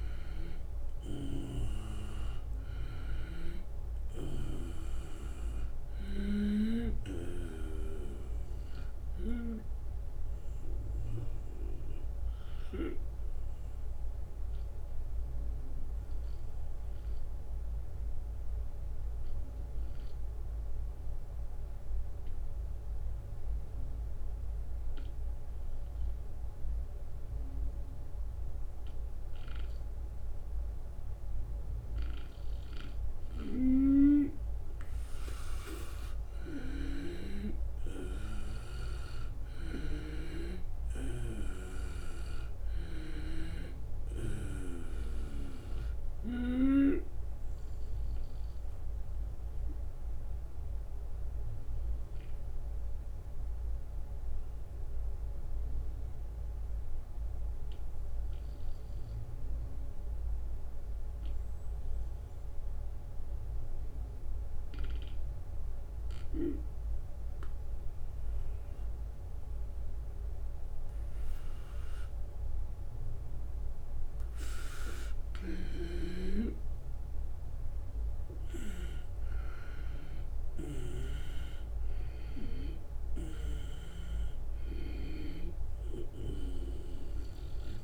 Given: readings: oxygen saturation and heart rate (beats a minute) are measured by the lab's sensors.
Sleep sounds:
breathing in sleep by a room microphone; 2
0.00-1.00 s: arousal
14.50-31.50 s: obstructive apnea (oxygen 97% before, 92% lowest, heart rate 80 before, 77 extreme, up 3 after)
31.50-46.50 s: snoring (device-marked)
35.00-38.50 s: arousal
36.00-62.00 s: oxygen desaturation (device-marked, oxygen 97% before, 92% lowest, heart rate 77 before, 77 extreme)
38.00-51.00 s: drop in pulse transit time (device-marked, heart rate 77 before, 80 extreme)
49.00-74.50 s: obstructive apnea (oxygen 97% before, 91% lowest, heart rate 80 before, 76 extreme, up 7 after)
75.00-87.84 s: oxygen desaturation (device-marked, oxygen 97% before, 91% lowest, heart rate 78 before, 76 extreme)
77.50-83.00 s: arousal
78.00-87.84 s: drop in pulse transit time (device-marked, heart rate 78 before, 80 extreme)
84.50-87.84 s: snoring (device-marked)
From the record:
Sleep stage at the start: N2 (light sleep); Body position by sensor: on the right side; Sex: male

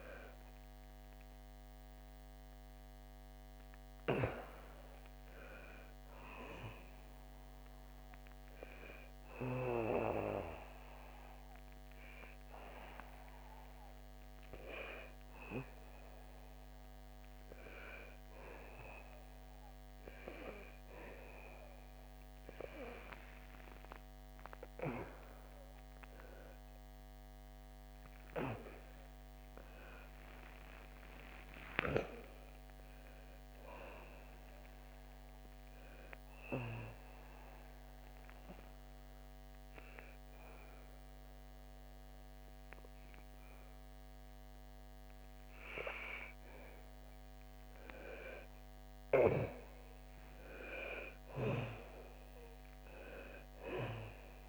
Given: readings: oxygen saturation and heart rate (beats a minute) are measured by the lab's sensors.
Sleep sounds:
breathing in sleep by a microphone on the trachea; 2
0.00-2.50 s: oxygen desaturation (device-marked, oxygen 92% lowest, heart rate 71 extreme)
7.50-20.00 s: hypopnea (oxygen 97% before, 89% lowest, heart rate 87 before, 66 extreme, up 11 after)
23.00-28.50 s: arousal
24.50-33.50 s: oxygen desaturation (device-marked, oxygen 96% before, 93% lowest, heart rate 73 before, 66 extreme)
36.00-47.00 s: obstructive apnea (oxygen 96% before, 85% lowest, heart rate 74 before, 66 extreme, up 7 after)
52.50-54.49 s: arousal
52.50-54.49 s: new sleep stage, N2 (light sleep)
From the record:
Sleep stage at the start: N1 (lightest sleep); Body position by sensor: on the back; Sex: female

